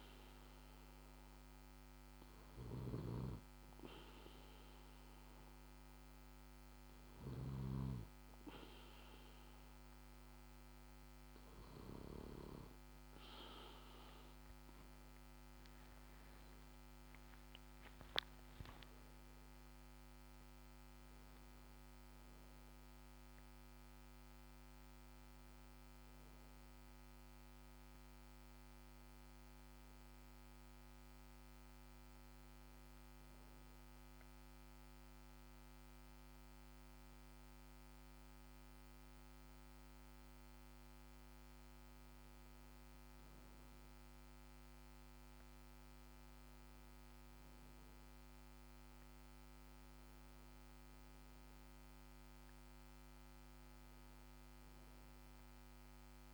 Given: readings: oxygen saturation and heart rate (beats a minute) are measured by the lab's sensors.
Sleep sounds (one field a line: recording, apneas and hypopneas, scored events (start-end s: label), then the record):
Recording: breathing in sleep by a microphone on the trachea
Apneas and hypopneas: none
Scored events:
15.50-20.50 s: arousal
22.00-56.34 s: new sleep stage, N1 (lightest sleep)
From the record:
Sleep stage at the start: N2 (light sleep)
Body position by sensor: on the back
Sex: male